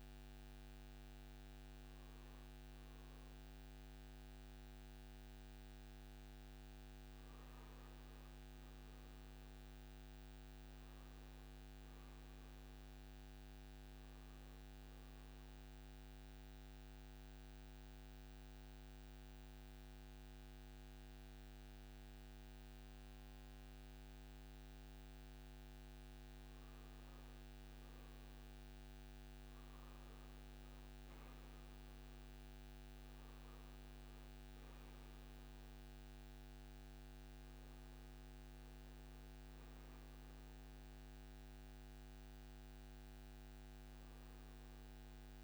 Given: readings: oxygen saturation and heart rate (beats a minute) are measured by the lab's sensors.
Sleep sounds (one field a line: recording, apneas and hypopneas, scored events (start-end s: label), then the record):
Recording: breathing in sleep, hard to hear, by a microphone on the trachea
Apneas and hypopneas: 1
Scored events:
9.50-13.50 s: arousal
14.50-30.50 s: oxygen desaturation (device-marked, oxygen 95% before, 90% lowest)
17.00-27.00 s: central apnea (oxygen 95% before, 89% lowest)
33.50-38.00 s: arousal
37.50-45.44 s: oxygen desaturation (device-marked, oxygen 95% before, 89% lowest, heart rate 48 before, 152 extreme)
From the record:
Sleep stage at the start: N1 (lightest sleep)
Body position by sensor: on the right side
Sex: male